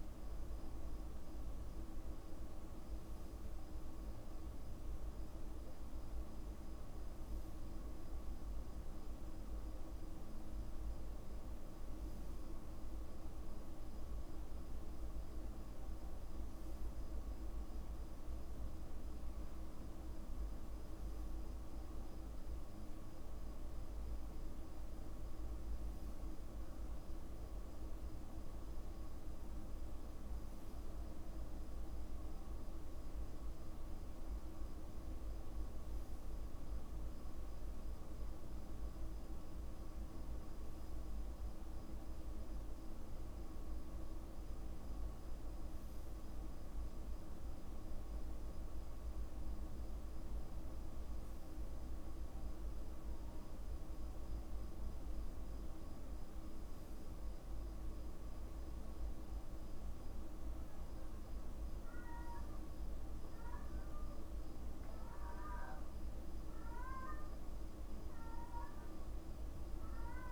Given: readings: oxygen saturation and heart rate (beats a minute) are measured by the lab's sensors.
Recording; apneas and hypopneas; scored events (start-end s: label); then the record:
breathing in sleep, hard to hear, by a room microphone; none
20.50-22.50 s: long interval between heartbeats (device-marked, heart rate 50 before, 55 extreme)
40.50-42.50 s: long interval between heartbeats (device-marked, heart rate 49 before, 56 extreme)
64.50-66.50 s: long interval between heartbeats (device-marked, heart rate 49 before, 54 extreme)
68.00-70.00 s: long interval between heartbeats (device-marked, heart rate 52 before, 46 extreme)
From the record:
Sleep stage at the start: N2 (light sleep); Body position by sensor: on the back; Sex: male